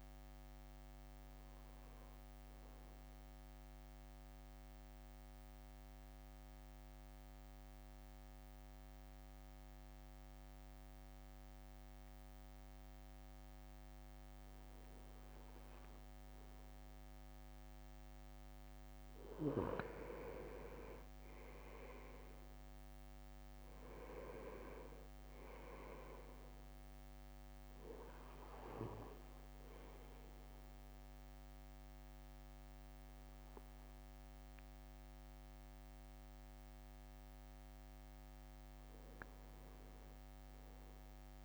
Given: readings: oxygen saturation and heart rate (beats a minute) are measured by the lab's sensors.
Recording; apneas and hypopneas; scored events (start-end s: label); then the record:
breathing in sleep by a microphone on the trachea; 2
0.00-4.50 s: tachycardia (device-marked)
3.50-18.00 s: mixed apnea (oxygen 100% before, 96% lowest)
7.50-41.45 s: new sleep stage, N2 (light sleep)
19.50-23.50 s: arousal
27.00-37.00 s: obstructive apnea (oxygen 100% before, 96% lowest)
37.50-40.50 s: arousal
From the record:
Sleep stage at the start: N1 (lightest sleep); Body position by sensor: on the right side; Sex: male